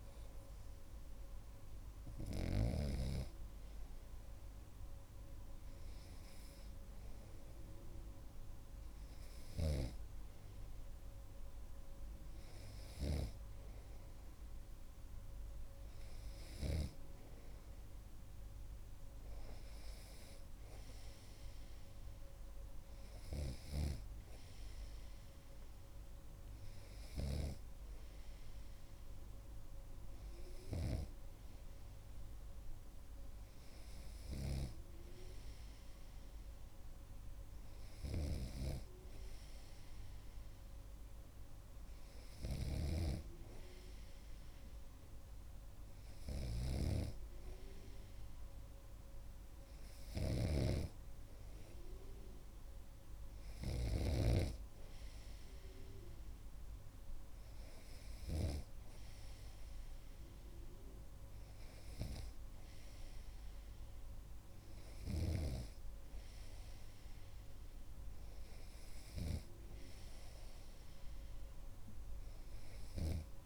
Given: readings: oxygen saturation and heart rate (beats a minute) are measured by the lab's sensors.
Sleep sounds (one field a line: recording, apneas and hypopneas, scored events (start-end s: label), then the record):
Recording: breathing in sleep by a room microphone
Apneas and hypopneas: none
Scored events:
9.50-13.50 s: snoring (device-marked)
23.50-59.00 s: snoring (device-marked)
From the record:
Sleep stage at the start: N2 (light sleep)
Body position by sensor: on the right side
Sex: male